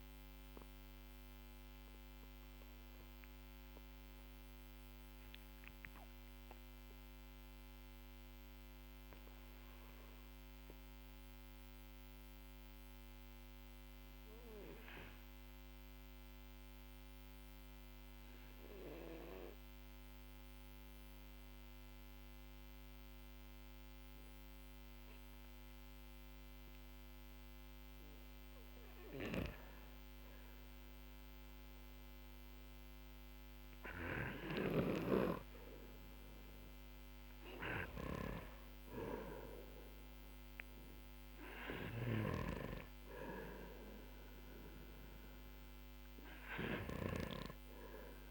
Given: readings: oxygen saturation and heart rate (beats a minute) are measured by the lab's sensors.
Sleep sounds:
breathing in sleep by a microphone on the trachea; 1
0.00-4.00 s: arousal
11.00-26.50 s: obstructive apnea (oxygen 99% before, 92% lowest, heart rate 52 before, 42 extreme, up 10 after)
17.00-48.31 s: new sleep stage, REM sleep
30.00-34.50 s: arousal
30.00-48.31 s: oxygen desaturation (device-marked, oxygen 97% before, 92% lowest, heart rate 50 before, 43 extreme)
From the record:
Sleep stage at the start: N2 (light sleep); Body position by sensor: on the back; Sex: male

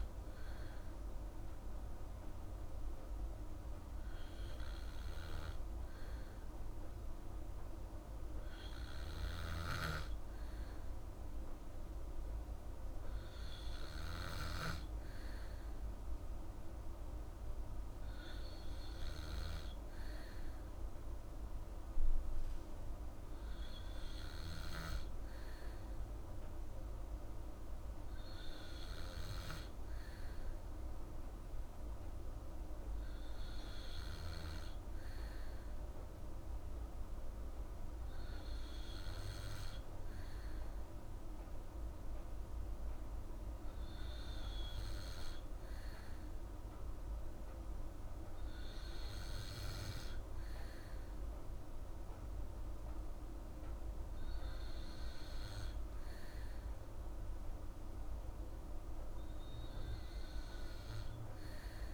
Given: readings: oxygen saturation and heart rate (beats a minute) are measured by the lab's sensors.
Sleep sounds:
breathing in sleep, hard to hear, by a room microphone; none
none scored
From the record:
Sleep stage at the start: N2 (light sleep); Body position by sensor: on the back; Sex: female

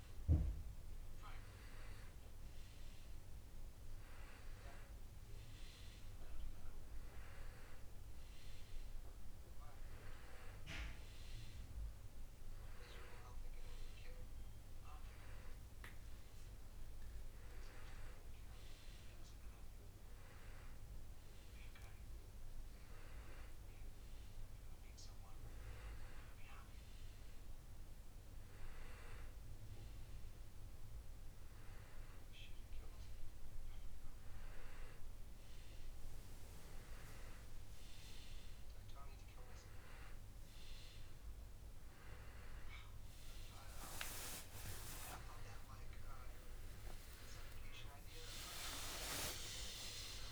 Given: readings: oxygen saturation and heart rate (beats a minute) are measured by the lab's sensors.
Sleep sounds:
breathing in sleep by a room microphone; none
45.00-50.00 s: arousal
From the record:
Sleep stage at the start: N2 (light sleep); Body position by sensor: on the back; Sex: male

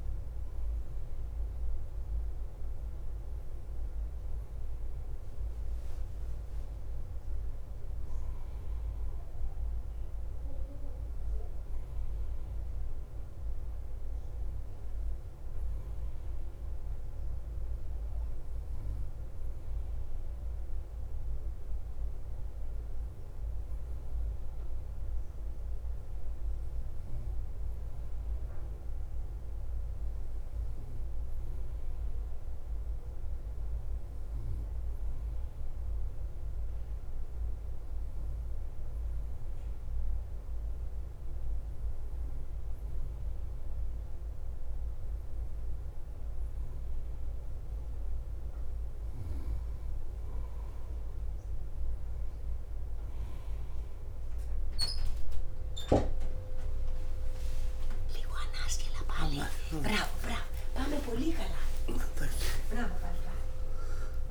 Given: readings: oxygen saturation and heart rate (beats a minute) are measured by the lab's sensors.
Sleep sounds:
breathing in sleep by a room microphone; none
0.00-2.00 s: oxygen desaturation (device-marked, oxygen 93% lowest, heart rate 49 extreme)
0.00-58.00 s: bradycardia (device-marked, heart rate 47 extreme)
61.50-63.50 s: long interval between heartbeats (device-marked, heart rate 53 before, 62 extreme)
From the record:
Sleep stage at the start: N3 (deep sleep); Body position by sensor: on the right side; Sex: male

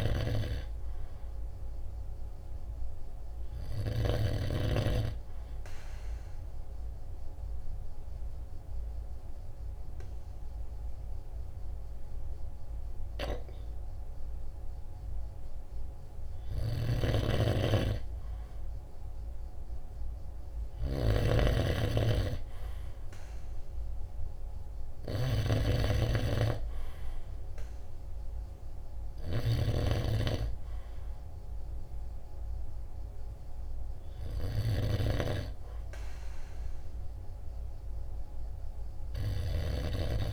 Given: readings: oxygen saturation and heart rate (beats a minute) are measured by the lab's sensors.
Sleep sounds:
breathing in sleep by a room microphone; 1
0.00-4.50 s: snoring (device-marked)
6.50-16.50 s: obstructive apnea (oxygen 96% before, 93% lowest, heart rate 48 before, 46 extreme, up 0 after)
13.00-40.00 s: snoring (device-marked)
19.00-23.00 s: arousal
From the record:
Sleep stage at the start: N2 (light sleep); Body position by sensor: on the right side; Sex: male

